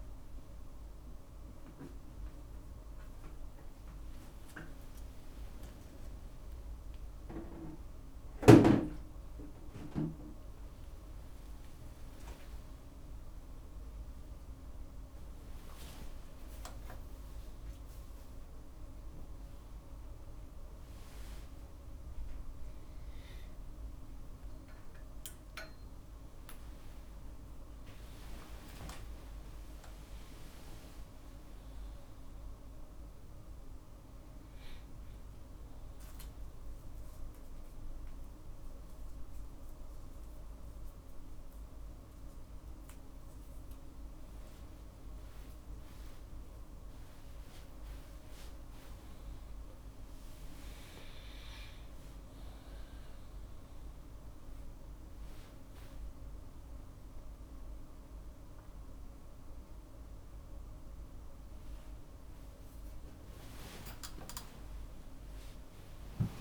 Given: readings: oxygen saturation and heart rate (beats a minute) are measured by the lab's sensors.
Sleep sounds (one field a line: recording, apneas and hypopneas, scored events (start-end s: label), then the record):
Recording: a person awake in a sleep study, by a room microphone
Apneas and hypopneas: none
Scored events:
4.50-6.50 s: long interval between heartbeats (device-marked, heart rate 66 before, 72 extreme)
6.00-19.00 s: tachycardia (device-marked, heart rate 75 before, 158 extreme)
9.50-11.50 s: long interval between heartbeats (device-marked, heart rate 69 before, 102 extreme)
12.00 s: drop in pulse transit time (device-marked)
12.00-14.00 s: long interval between heartbeats (device-marked, heart rate 76 before, 139 extreme)
15.50-17.50 s: long interval between heartbeats (device-marked, heart rate 87 before, 149 extreme)
17.50-19.50 s: long interval between heartbeats (device-marked, heart rate 95 before, 116 extreme)
20.50-22.50 s: long interval between heartbeats (device-marked, heart rate 104 before, 113 extreme)
26.00-31.00 s: tachycardia (device-marked, heart rate 77 before, 116 extreme)
26.50-28.50 s: long interval between heartbeats (device-marked, heart rate 113 before, 80 extreme)
28.50-30.50 s: long interval between heartbeats (device-marked, heart rate 113 before, 93 extreme)
29.00-40.00 s: drop in pulse transit time (device-marked, heart rate 113 before, 58 extreme)
31.00-33.00 s: long interval between heartbeats (device-marked, heart rate 114 before, 117 extreme)
42.00-51.00 s: tachycardia (device-marked, heart rate 78 before, 176 extreme)
44.50-46.50 s: long interval between heartbeats (device-marked, heart rate 82 before, 77 extreme)
48.50-50.50 s: long interval between heartbeats (device-marked, heart rate 88 before, 166 extreme)
55.00-57.00 s: long interval between heartbeats (device-marked, heart rate 97 before, 69 extreme)
56.00-66.41 s: drop in pulse transit time (device-marked, heart rate 97 before, 57 extreme)
63.00-65.00 s: long interval between heartbeats (device-marked, heart rate 99 before, 72 extreme)
64.00-66.00 s: tachycardia (device-marked, heart rate 81 before, 81 extreme)
From the record:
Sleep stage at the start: awake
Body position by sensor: on the right side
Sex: male